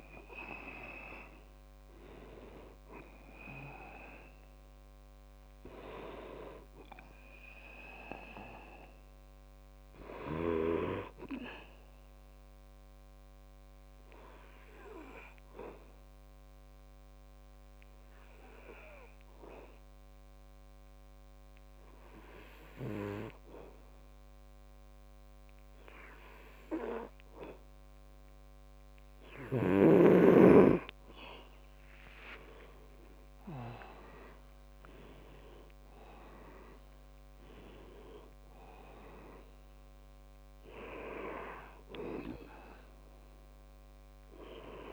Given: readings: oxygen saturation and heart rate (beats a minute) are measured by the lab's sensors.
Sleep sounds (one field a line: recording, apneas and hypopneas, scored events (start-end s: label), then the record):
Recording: breathing in sleep by a microphone on the trachea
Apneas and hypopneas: 1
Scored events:
12.00-29.50 s: obstructive apnea (oxygen 94% before, 93% lowest, heart rate 73 before, 66 extreme, up 9 after)
32.50-37.50 s: arousal
38.50-44.93 s: oxygen desaturation (device-marked, oxygen 98% before, 94% lowest, heart rate 71 before, 64 extreme)
From the record:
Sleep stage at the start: N2 (light sleep)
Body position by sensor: on the back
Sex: male